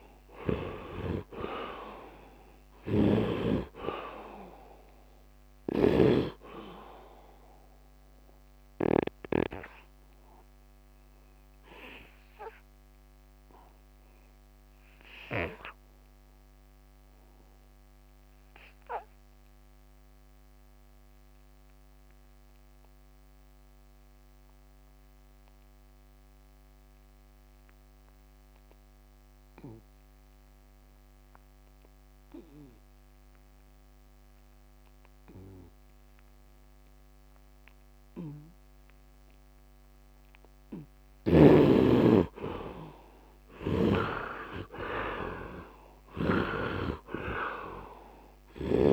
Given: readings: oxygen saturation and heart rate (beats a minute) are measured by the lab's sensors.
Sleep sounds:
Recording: breathing in sleep by a microphone on the trachea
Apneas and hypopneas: 1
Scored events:
0.00-24.50 s: oxygen desaturation (device-marked, oxygen 69% lowest, heart rate 73 extreme)
2.50-9.00 s: snoring (device-marked)
9.00-39.50 s: obstructive apnea (oxygen 98% before, 67% lowest, heart rate 85 before, 67 extreme, up 12 after)
26.50-48.93 s: oxygen desaturation (device-marked, oxygen 99% before, 67% lowest, heart rate 77 before, 67 extreme)
41.50-46.00 s: arousal
From the record:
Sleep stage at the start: N2 (light sleep)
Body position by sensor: on the right side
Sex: male

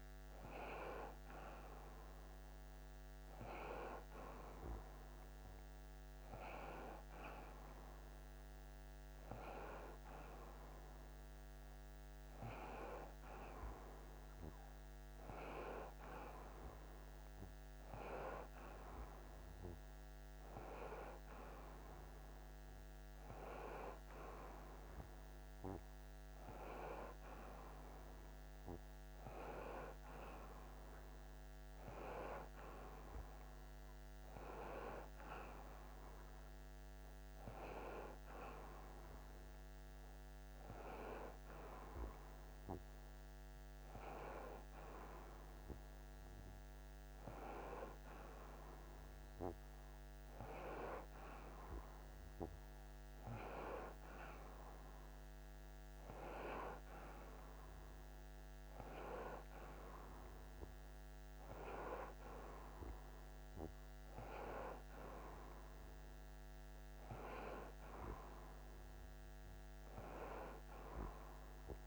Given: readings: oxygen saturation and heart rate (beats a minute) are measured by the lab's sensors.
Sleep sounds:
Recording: breathing in sleep by a microphone on the trachea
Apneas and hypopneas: none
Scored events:
none scored
From the record:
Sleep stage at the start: N1 (lightest sleep)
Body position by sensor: on the front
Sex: male

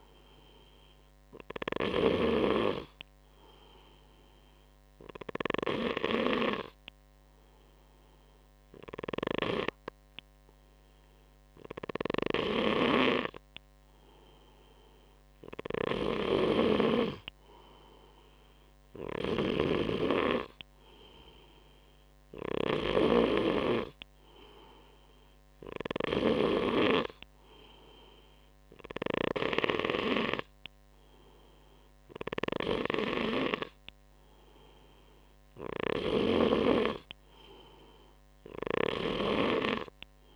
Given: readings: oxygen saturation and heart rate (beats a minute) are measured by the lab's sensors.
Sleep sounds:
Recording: breathing in sleep by a microphone on the trachea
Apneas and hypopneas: 1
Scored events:
2.50-15.00 s: obstructive apnea (oxygen 97% before, 94% lowest, heart rate 64 before, 62 extreme, up 2 after)
17.00-20.00 s: arousal
From the record:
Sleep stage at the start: N2 (light sleep)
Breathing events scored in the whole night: 358 in 4.1 hours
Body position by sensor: on the right side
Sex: male

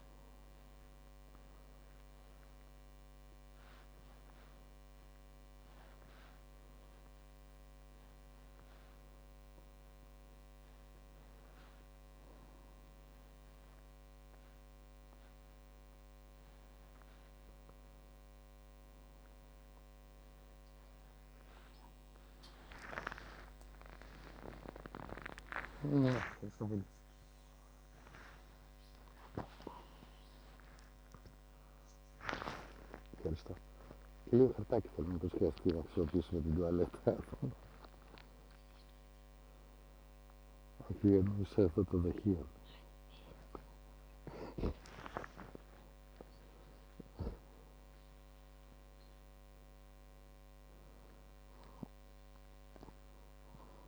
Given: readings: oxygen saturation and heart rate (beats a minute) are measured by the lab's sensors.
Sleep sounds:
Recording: a person awake in a sleep study, by a microphone on the trachea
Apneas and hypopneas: none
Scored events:
32.50-48.50 s: tachycardia (device-marked)
35.50-37.50 s: long interval between heartbeats (device-marked)
38.00-40.00 s: long interval between heartbeats (device-marked)
40.50-42.50 s: long interval between heartbeats (device-marked, heart rate 43 before, 134 extreme)
From the record:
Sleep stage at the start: awake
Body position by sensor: on the back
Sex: male

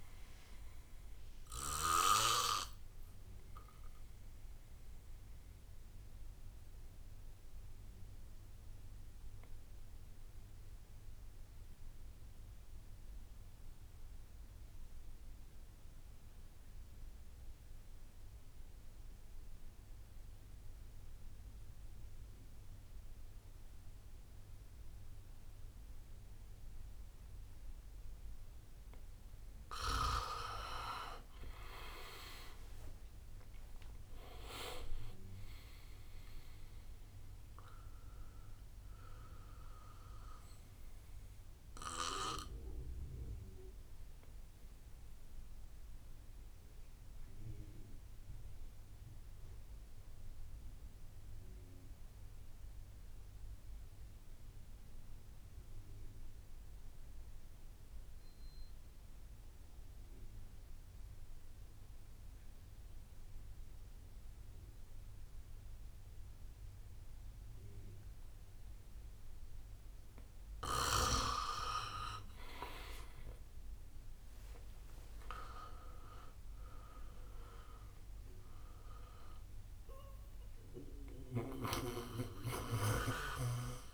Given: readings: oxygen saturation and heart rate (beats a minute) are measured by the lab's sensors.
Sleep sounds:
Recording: breathing in sleep by a room microphone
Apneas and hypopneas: 2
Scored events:
0.00-1.00 s: drop in pulse transit time (device-marked, heart rate 65 extreme)
0.00-7.00 s: oxygen desaturation (device-marked, oxygen 86% lowest, heart rate 58 extreme)
2.00-29.50 s: obstructive apnea (oxygen 99% before, 86% lowest, heart rate 67 before, 58 extreme, up 14 after)
11.00-14.00 s: bradycardia (device-marked, heart rate 65 before, 60 extreme)
16.00-18.00 s: bradycardia (device-marked, heart rate 65 before, 59 extreme)
25.00-51.00 s: oxygen desaturation (device-marked, oxygen 99% before, 87% lowest, heart rate 61 before, 58 extreme)
30.00-43.00 s: drop in pulse transit time (device-marked, heart rate 61 before, 65 extreme)
32.00-36.50 s: arousal
42.00-45.00 s: bradycardia (device-marked, heart rate 65 before, 63 extreme)
42.00-70.00 s: obstructive apnea (oxygen 99% before, 87% lowest, heart rate 68 before, 56 extreme, up 11 after)
67.00-83.94 s: oxygen desaturation (device-marked, oxygen 99% before, 87% lowest, heart rate 62 before, 56 extreme)
73.00-78.50 s: arousal
73.00-83.94 s: drop in pulse transit time (device-marked, heart rate 63 before, 58 extreme)
82.00-83.94 s: bradycardia (device-marked, heart rate 65 before, 56 extreme)
From the record:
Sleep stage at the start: N2 (light sleep)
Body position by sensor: on the back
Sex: male

